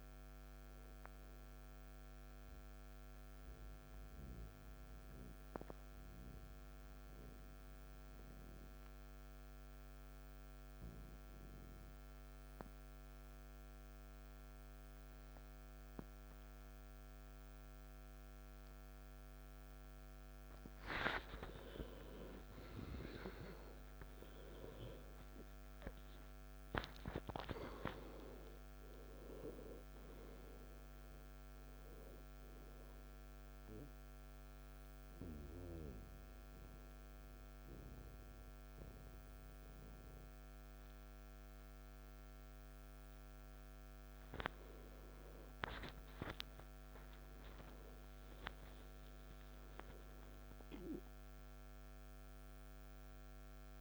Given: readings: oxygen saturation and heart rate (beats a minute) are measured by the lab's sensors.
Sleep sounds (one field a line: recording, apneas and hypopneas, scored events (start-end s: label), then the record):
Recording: breathing in sleep by a microphone on the trachea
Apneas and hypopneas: 2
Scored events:
0.00-9.00 s: oxygen desaturation (device-marked, oxygen 88% lowest, heart rate 55 extreme)
4.00-21.00 s: mixed apnea (oxygen 97% before, 88% lowest, heart rate 87 before, 55 extreme, up 16 after)
22.00-27.50 s: arousal
26.00-42.00 s: oxygen desaturation (device-marked, oxygen 98% before, 91% lowest, heart rate 59 before, 58 extreme)
35.50-45.50 s: central apnea (oxygen 99% before, 89% lowest, heart rate 64 before, 58 extreme, up 13 after)
47.00-50.50 s: arousal
50.00-53.81 s: new sleep stage, N2 (light sleep)
From the record:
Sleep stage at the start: N1 (lightest sleep)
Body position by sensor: on the back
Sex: male